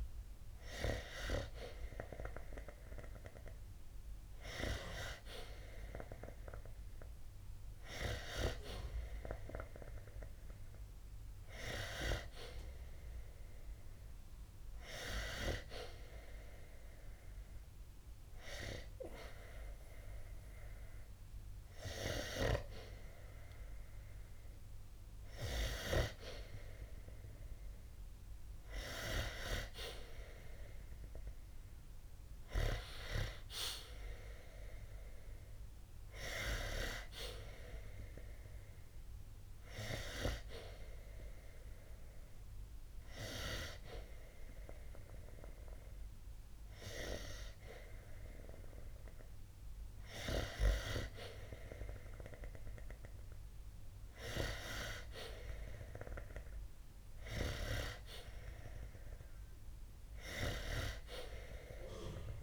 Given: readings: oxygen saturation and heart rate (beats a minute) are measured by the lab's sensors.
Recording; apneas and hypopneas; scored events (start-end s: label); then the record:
breathing in sleep by a room microphone; 1
31.50-35.00 s: arousal
38.00-49.00 s: hypopnea (oxygen 93% before, 90% lowest, heart rate 63 before, 60 extreme, up 0 after)
51.50-56.00 s: arousal
From the record:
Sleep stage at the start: N2 (light sleep); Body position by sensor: on the back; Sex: male